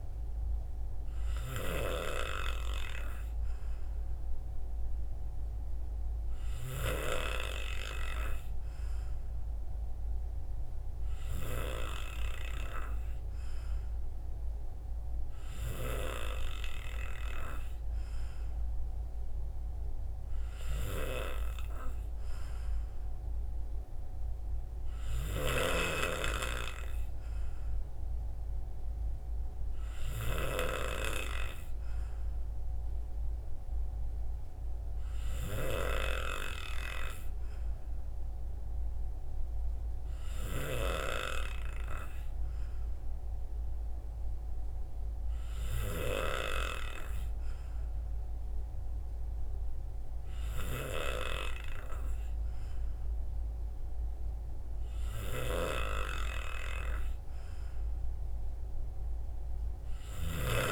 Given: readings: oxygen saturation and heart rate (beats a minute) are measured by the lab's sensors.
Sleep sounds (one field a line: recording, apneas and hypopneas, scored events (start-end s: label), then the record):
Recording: breathing in sleep by a room microphone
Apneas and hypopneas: none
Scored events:
none scored
From the record:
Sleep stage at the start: N3 (deep sleep)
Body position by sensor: on the right side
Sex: male